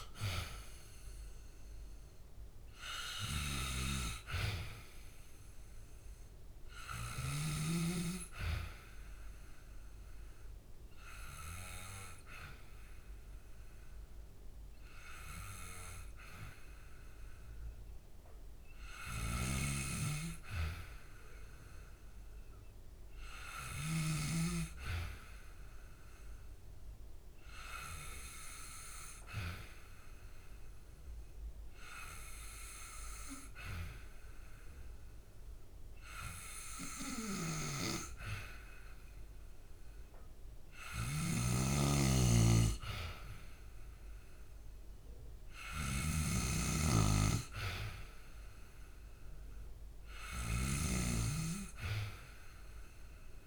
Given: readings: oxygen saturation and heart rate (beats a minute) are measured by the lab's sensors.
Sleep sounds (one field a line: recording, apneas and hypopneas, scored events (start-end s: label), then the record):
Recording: breathing in sleep by a room microphone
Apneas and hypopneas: none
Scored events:
40.50-50.50 s: snoring (device-marked)
From the record:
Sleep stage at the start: N2 (light sleep)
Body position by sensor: on the back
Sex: male